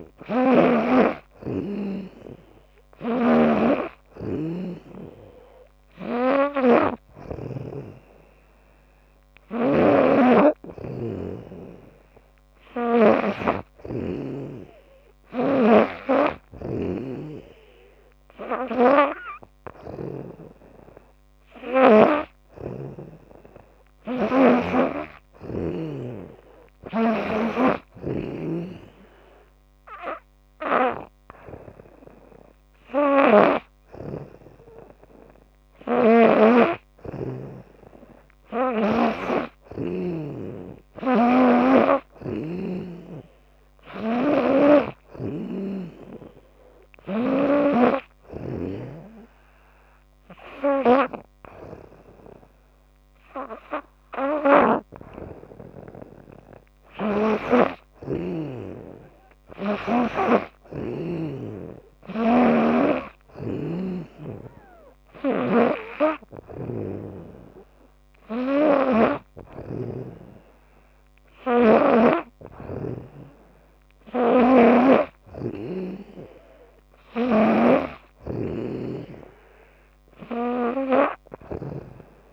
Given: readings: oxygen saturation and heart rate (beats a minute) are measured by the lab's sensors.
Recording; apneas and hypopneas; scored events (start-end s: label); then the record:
breathing in sleep by a microphone on the trachea; none
0.00-1.50 s: snoring (device-marked)
3.50-7.00 s: snoring (device-marked)
9.00-13.00 s: snoring (device-marked)
15.00-20.00 s: snoring (device-marked)
22.00-25.50 s: snoring (device-marked)
27.50-34.00 s: snoring (device-marked)
41.00-44.50 s: snoring (device-marked)
56.50-60.00 s: snoring (device-marked)
62.00-69.50 s: snoring (device-marked)
76.50-82.33 s: snoring (device-marked)
77.00-82.33 s: new sleep stage, N3 (deep sleep)
From the record:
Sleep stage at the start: N2 (light sleep); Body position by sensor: on the back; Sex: female